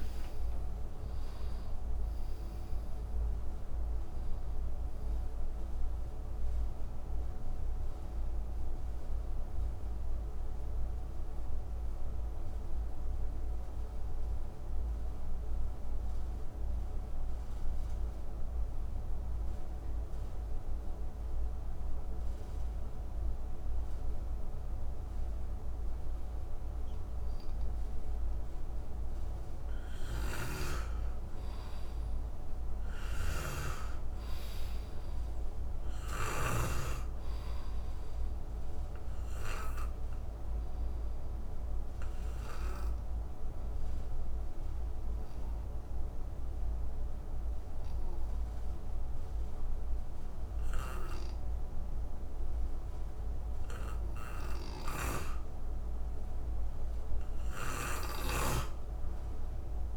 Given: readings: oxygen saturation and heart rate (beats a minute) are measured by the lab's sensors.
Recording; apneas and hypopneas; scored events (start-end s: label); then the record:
breathing in sleep by a room microphone; 2
0.00-13.00 s: oxygen desaturation (device-marked, oxygen 81% lowest, heart rate 60 extreme)
7.50-31.00 s: obstructive apnea (oxygen 97% before, 81% lowest, heart rate 81 before, 60 extreme, up 7 after)
31.00-49.00 s: oxygen desaturation (device-marked, oxygen 98% before, 86% lowest, heart rate 62 before, 61 extreme)
33.00-36.50 s: arousal
40.00-55.50 s: obstructive apnea (oxygen 98% before, 86% lowest, heart rate 64 before, 61 extreme, up 4 after)
57.50-59.97 s: arousal
From the record:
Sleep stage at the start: N2 (light sleep); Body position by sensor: on the back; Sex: male